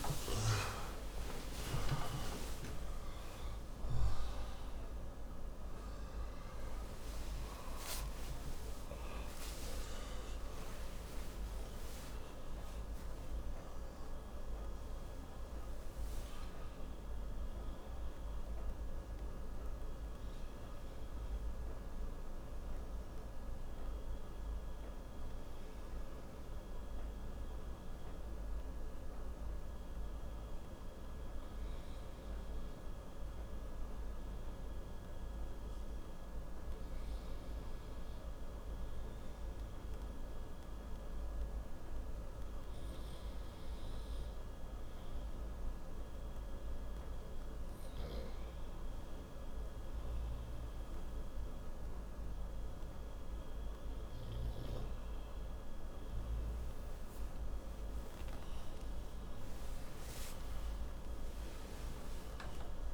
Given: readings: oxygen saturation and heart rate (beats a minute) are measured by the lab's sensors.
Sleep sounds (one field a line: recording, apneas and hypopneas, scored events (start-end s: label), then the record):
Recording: a person partly awake in a sleep study, hard to hear, by a room microphone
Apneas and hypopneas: 1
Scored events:
0.00-8.00 s: oxygen desaturation (device-marked, oxygen 91% lowest, heart rate 26 extreme)
10.00-19.00 s: oxygen desaturation (device-marked, oxygen 96% before, 90% lowest, heart rate 115 before, 58 extreme)
14.00-62.94 s: new sleep stage, N1 (lightest sleep)
27.50-46.50 s: hypopnea (oxygen 98% before, 93% lowest, heart rate 61 before, 59 extreme, up 10 after)
44.00-62.94 s: oxygen desaturation (device-marked, oxygen 99% before, 94% lowest, heart rate 60 before, 57 extreme)
58.50-62.00 s: arousal
From the record:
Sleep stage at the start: awake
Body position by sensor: on the right side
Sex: male